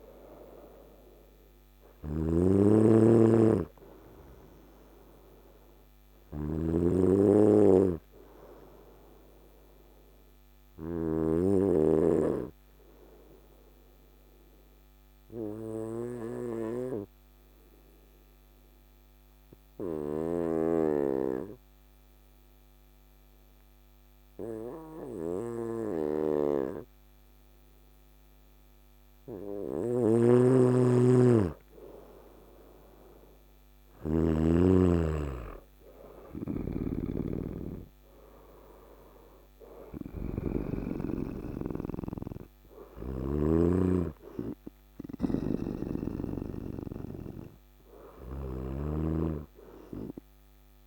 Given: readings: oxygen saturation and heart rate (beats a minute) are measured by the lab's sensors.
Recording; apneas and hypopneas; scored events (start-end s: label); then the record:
breathing in sleep by a microphone on the trachea; 1
0.00-10.50 s: snoring (device-marked)
0.00-22.00 s: oxygen desaturation (device-marked, oxygen 94% lowest, heart rate 52 extreme)
7.00-27.50 s: obstructive apnea (oxygen 99% before, 94% lowest, heart rate 60 before, 54 extreme, up 5 after)
29.50-34.00 s: snoring (device-marked)
30.00-33.50 s: arousal
36.00-48.50 s: snoring (device-marked)
45.00-50.86 s: oxygen desaturation (device-marked, oxygen 97% before, 94% lowest, heart rate 59 before, 52 extreme)
From the record:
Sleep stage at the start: N2 (light sleep); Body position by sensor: on the right side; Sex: male